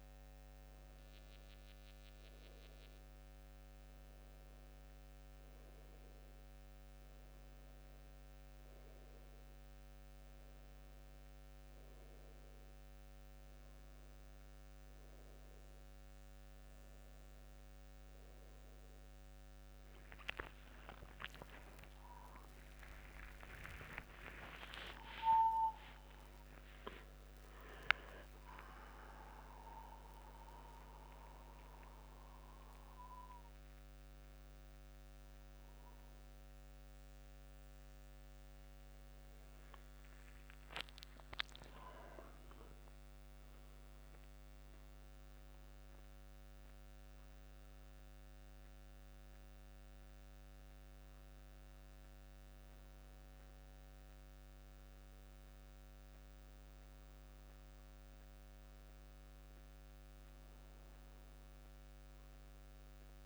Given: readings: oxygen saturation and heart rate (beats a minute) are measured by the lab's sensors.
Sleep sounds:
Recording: a person awake in a sleep study, by a microphone on the trachea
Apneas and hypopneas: none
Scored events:
none scored
From the record:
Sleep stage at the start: awake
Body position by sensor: on the back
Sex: male

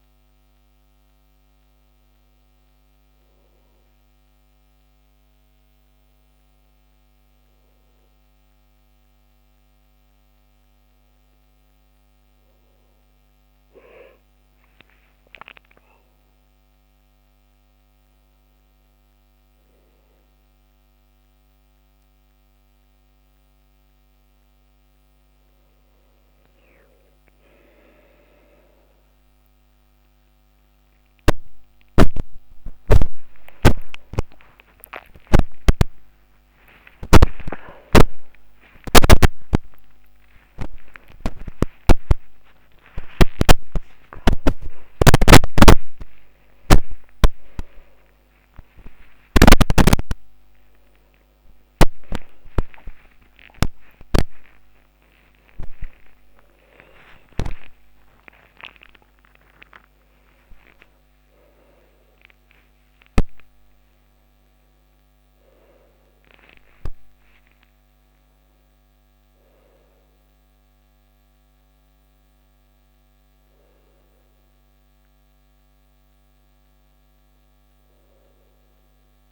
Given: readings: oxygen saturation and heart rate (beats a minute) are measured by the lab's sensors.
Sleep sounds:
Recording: a person awake in a sleep study, by a microphone on the trachea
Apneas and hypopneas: none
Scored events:
44.00-52.00 s: oxygen desaturation (device-marked, oxygen 97% before, 92% lowest, heart rate 118 before, 59 extreme)
From the record:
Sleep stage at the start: awake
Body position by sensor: on the back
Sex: male

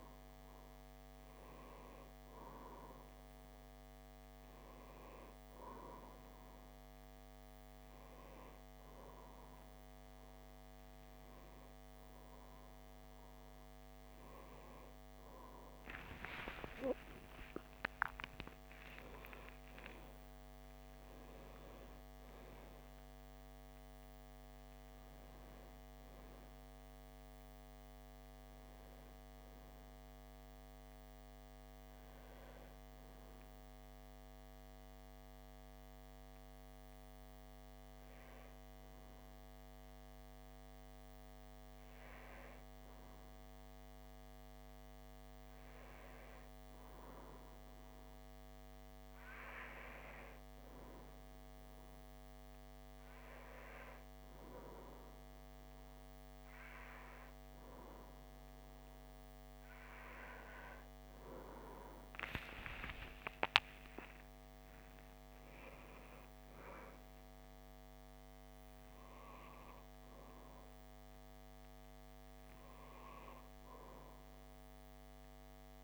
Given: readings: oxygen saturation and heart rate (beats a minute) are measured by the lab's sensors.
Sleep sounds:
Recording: breathing in sleep by a microphone on the trachea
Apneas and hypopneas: none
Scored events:
15.00-18.50 s: arousal
62.00-66.00 s: arousal
From the record:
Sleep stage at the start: N1 (lightest sleep)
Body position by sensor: on the back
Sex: male

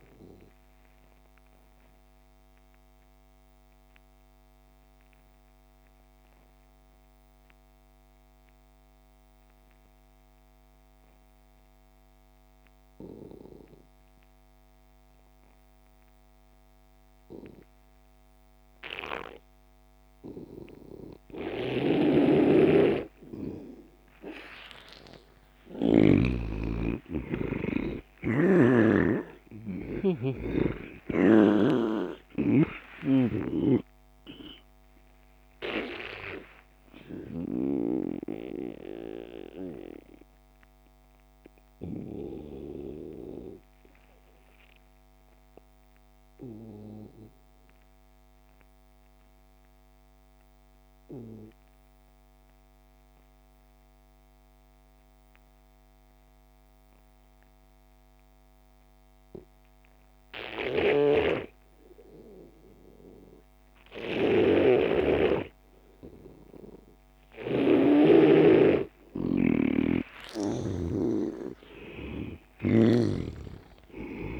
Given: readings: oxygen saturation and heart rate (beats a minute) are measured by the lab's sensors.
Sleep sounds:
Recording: breathing in sleep by a microphone on the trachea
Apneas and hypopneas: 2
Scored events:
0.00-5.50 s: oxygen desaturation (device-marked, oxygen 86% lowest)
0.50-24.50 s: obstructive apnea (oxygen 98% before, 83% lowest)
21.50-47.50 s: oxygen desaturation (device-marked, oxygen 98% before, 86% lowest)
22.00-26.50 s: snoring (device-marked)
27.00-31.50 s: arousal
28.50-32.00 s: snoring (device-marked)
34.00-38.00 s: snoring (device-marked)
36.50-70.00 s: mixed apnea (oxygen 98% before, 83% lowest)
60.50-74.40 s: oxygen desaturation (device-marked, oxygen 98% before, 83% lowest)
61.00-68.50 s: snoring (device-marked)
70.50-74.40 s: arousal
From the record:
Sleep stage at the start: N2 (light sleep)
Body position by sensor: on the back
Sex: male

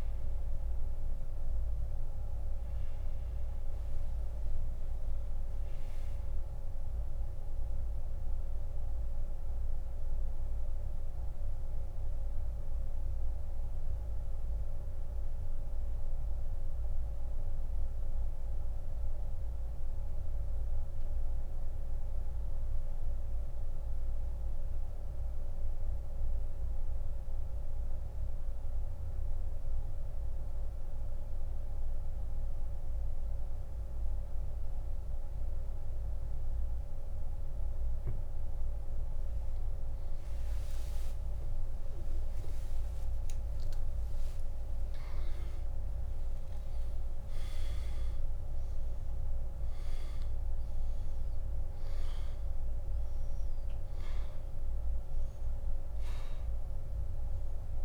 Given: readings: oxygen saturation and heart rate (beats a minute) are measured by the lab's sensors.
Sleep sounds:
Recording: breathing in sleep, hard to hear, by a room microphone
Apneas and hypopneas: 1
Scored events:
0.50-37.50 s: oxygen desaturation (device-marked, oxygen 97% before, 86% lowest)
8.50-38.50 s: central apnea (oxygen 97% before, 84% lowest)
41.00-44.50 s: arousal
54.50-57.85 s: oxygen desaturation (device-marked, oxygen 97% before, 84% lowest)
From the record:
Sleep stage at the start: N2 (light sleep)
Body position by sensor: on the back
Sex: male

